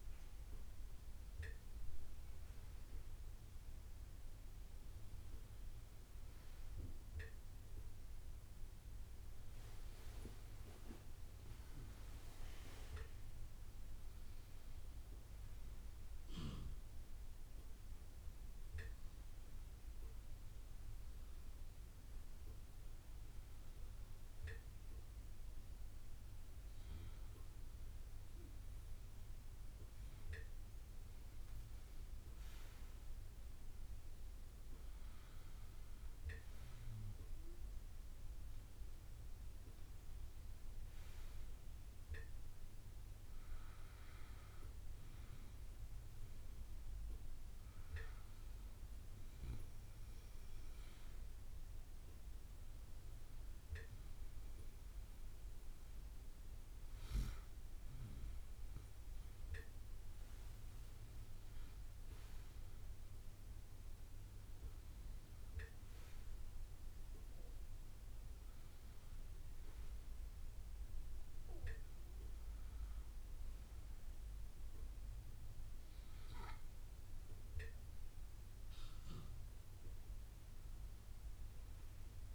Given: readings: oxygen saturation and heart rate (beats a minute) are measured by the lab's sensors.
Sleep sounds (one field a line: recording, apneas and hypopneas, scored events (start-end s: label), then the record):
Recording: a person awake in a sleep study, by a room microphone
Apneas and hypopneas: none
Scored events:
0.00-2.00 s: long interval between heartbeats (device-marked, heart rate 33 before, 47 extreme)
0.00-58.50 s: bradycardia (device-marked)
5.00-7.00 s: long interval between heartbeats (device-marked, heart rate 42 before, 56 extreme)
5.50-65.50 s: new sleep stage, awake
10.00-12.00 s: long interval between heartbeats (device-marked, heart rate 47 before, 57 extreme)
15.50-26.50 s: drop in pulse transit time (device-marked)
18.00-20.00 s: long interval between heartbeats (device-marked)
27.00-29.00 s: long interval between heartbeats (device-marked, heart rate 39 before, 43 extreme)
35.00-37.00 s: long interval between heartbeats (device-marked, heart rate 34 before, 46 extreme)
39.50-54.50 s: drop in pulse transit time (device-marked, heart rate 39 before, 34 extreme)
42.50-44.50 s: long interval between heartbeats (device-marked, heart rate 40 before, 39 extreme)
48.50-50.50 s: long interval between heartbeats (device-marked, heart rate 43 before, 52 extreme)
51.50-53.50 s: long interval between heartbeats (device-marked, heart rate 45 before, 55 extreme)
65.50-82.35 s: new sleep stage, N1 (lightest sleep)
75.50-81.50 s: bradycardia (device-marked)
From the record:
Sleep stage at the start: N1 (lightest sleep)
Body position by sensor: on the right side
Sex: male